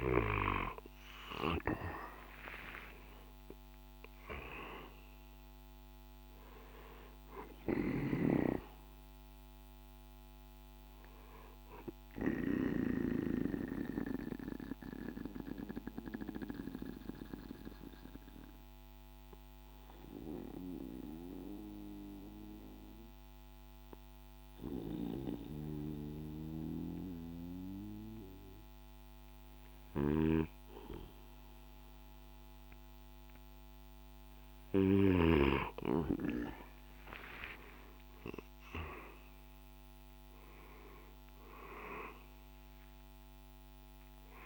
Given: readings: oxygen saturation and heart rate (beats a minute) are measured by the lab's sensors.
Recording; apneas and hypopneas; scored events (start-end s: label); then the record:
breathing in sleep by a microphone on the trachea; 1
1.50-6.50 s: arousal
4.50-17.50 s: drop in pulse transit time (device-marked, heart rate 54 before, 53 extreme)
7.50-30.50 s: oxygen desaturation (device-marked, oxygen 97% before, 91% lowest, heart rate 56 before, 52 extreme)
13.00-32.50 s: obstructive apnea (oxygen 97% before, 87% lowest, heart rate 58 before, 52 extreme, up 7 after)
34.00-37.50 s: arousal
39.50-44.46 s: oxygen desaturation (device-marked, oxygen 98% before, 90% lowest, heart rate 54 before, 52 extreme)
40.50-44.46 s: drop in pulse transit time (device-marked, heart rate 55 before, 54 extreme)
From the record:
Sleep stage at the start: N2 (light sleep); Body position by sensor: on the right side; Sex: male